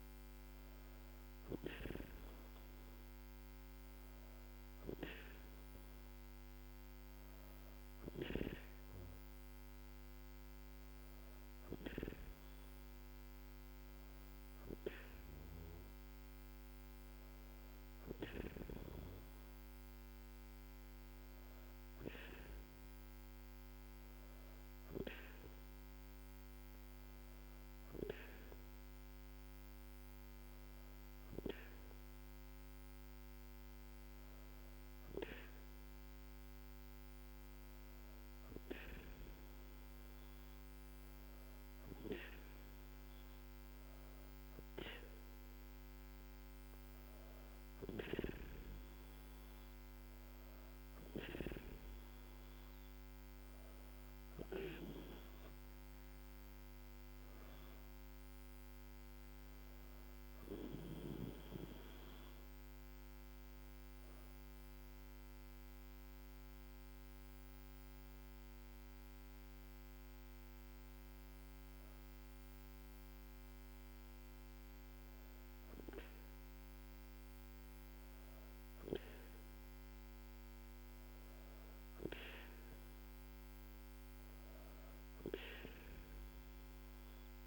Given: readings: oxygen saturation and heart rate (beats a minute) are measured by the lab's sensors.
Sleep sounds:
breathing in sleep by a microphone on the trachea; none
none scored
From the record:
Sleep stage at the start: N2 (light sleep); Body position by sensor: on the back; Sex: female

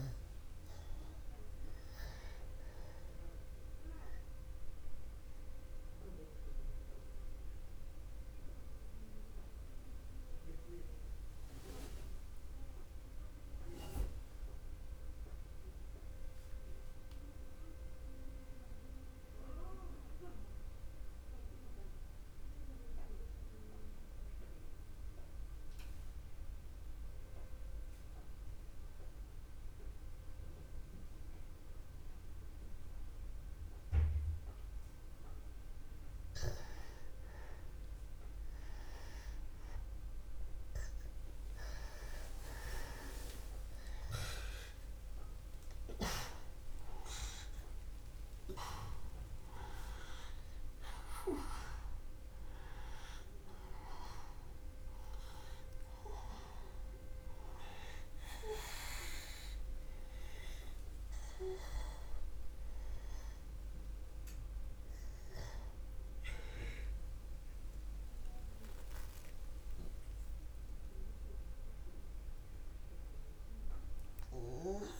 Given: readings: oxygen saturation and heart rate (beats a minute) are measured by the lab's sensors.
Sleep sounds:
breathing in sleep by a room microphone; 1
0.00-23.50 s: oxygen desaturation (device-marked, oxygen 87% lowest, heart rate 61 extreme)
6.00-35.50 s: obstructive apnea (oxygen 97% before, 84% lowest, heart rate 62 before, 56 extreme, up 0 after)
38.00-42.50 s: arousal
41.50-75.00 s: oxygen desaturation (device-marked, oxygen 97% before, 84% lowest, heart rate 61 before, 56 extreme)
72.50-75.00 s: arousal
From the record:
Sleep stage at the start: N2 (light sleep); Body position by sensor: on the back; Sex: male

